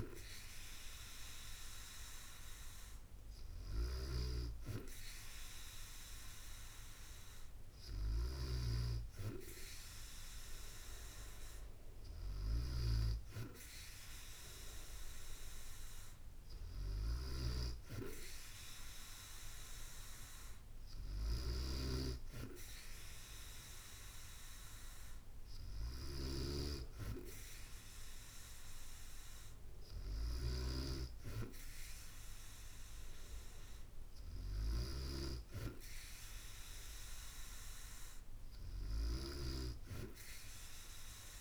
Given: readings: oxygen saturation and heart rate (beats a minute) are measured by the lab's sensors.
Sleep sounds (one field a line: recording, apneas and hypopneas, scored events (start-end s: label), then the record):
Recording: breathing in sleep by a room microphone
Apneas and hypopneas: none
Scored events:
3.00-8.00 s: snoring (device-marked)
From the record:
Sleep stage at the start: N2 (light sleep)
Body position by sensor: on the back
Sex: female